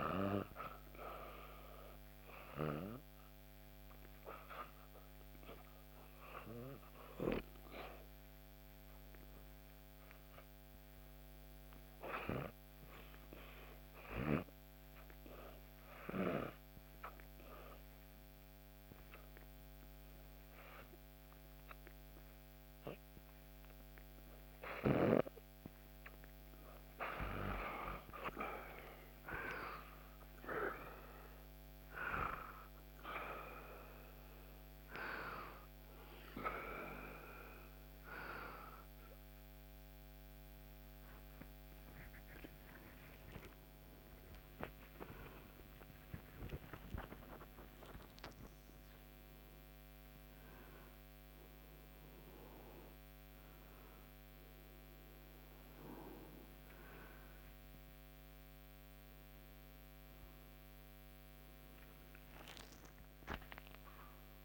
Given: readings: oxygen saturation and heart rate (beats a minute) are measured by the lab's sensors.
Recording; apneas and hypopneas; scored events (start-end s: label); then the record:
breathing in sleep by a microphone on the trachea; 1
7.50-16.50 s: oxygen desaturation (device-marked, oxygen 95% before, 92% lowest, heart rate 77 before, 73 extreme)
14.00-25.00 s: obstructive apnea (oxygen 95% before, 88% lowest, heart rate 76 before, 73 extreme, up 3 after)
25.50-45.50 s: oxygen desaturation (device-marked, oxygen 94% before, 88% lowest, heart rate 75 before, 75 extreme)
26.00-30.50 s: arousal
42.50-48.00 s: arousal
From the record:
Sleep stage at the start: REM sleep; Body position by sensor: on the back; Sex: female